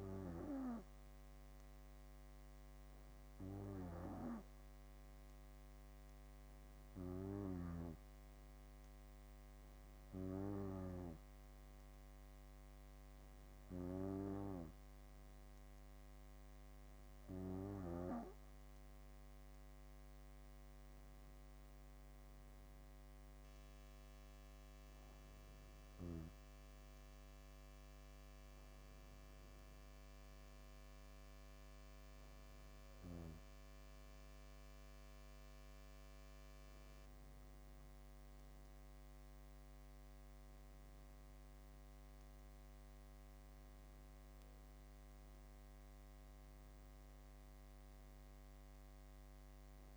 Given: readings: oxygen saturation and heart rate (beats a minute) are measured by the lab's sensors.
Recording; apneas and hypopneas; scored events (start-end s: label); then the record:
breathing in sleep by a microphone on the trachea; none
27.00-34.00 s: bradycardia (device-marked, heart rate 65 before, 58 extreme)
From the record:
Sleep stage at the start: N2 (light sleep); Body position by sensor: on the back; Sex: female